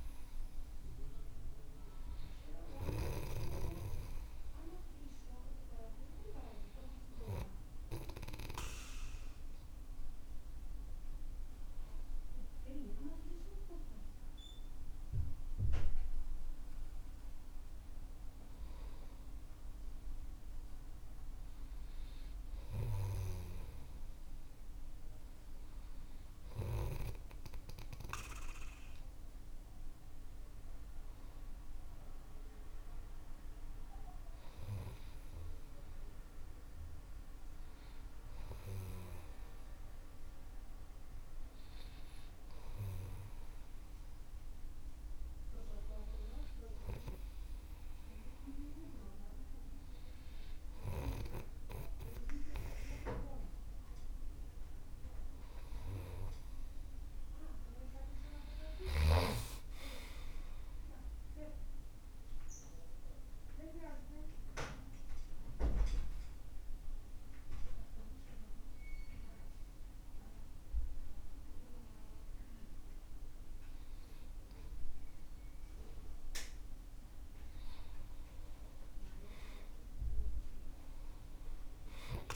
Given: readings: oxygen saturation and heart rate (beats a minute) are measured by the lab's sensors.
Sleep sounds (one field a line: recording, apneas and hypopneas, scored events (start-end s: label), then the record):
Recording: breathing in sleep by a room microphone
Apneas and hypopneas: 1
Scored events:
0.00-3.50 s: snoring (device-marked)
57.50-61.00 s: arousal
62.50-76.50 s: mixed apnea (oxygen 95% before, 91% lowest, heart rate 55 before, 50 extreme, up 9 after)
79.00-82.36 s: arousal
From the record:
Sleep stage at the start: N2 (light sleep)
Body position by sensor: on the right side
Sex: male